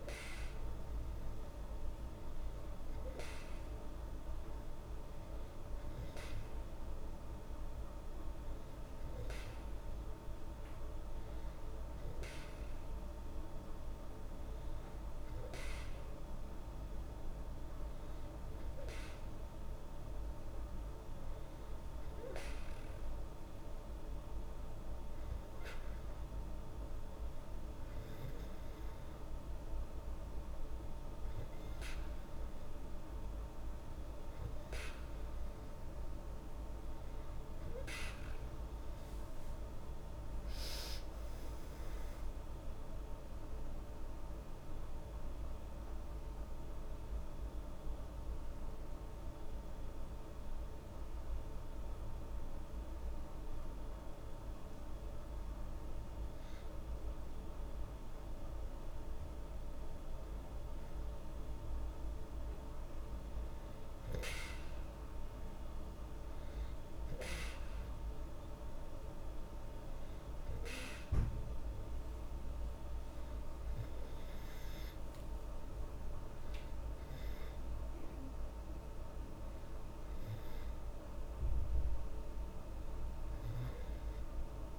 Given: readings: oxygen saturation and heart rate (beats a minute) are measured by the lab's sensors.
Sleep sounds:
breathing in sleep, hard to hear, by a room microphone; 1
39.00-42.50 s: arousal
44.50-55.00 s: obstructive apnea (oxygen 97% before, 95% lowest, heart rate 78 before, 76 extreme, up 0 after)
57.00-61.00 s: arousal
67.00-76.00 s: oxygen desaturation (device-marked, oxygen 98% before, 95% lowest, heart rate 76 before, 76 extreme)
From the record:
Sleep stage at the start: N2 (light sleep); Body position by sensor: on the back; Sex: female

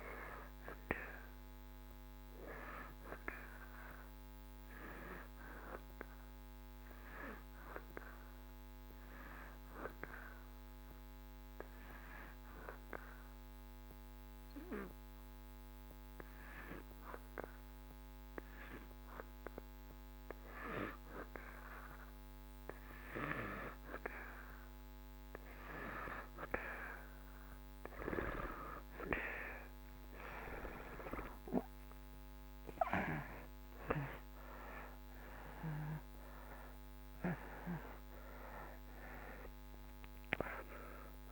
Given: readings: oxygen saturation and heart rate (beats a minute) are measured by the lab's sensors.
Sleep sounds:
breathing in sleep by a microphone on the trachea; 1
0.00-16.00 s: oxygen desaturation (device-marked, oxygen 84% lowest)
4.50-23.00 s: hypopnea (oxygen 94% before, 84% lowest)
25.00-31.00 s: arousal
31.00-41.32 s: oxygen desaturation (device-marked, oxygen 93% before, 86% lowest)
From the record:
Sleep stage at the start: N2 (light sleep); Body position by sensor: on the back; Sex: male

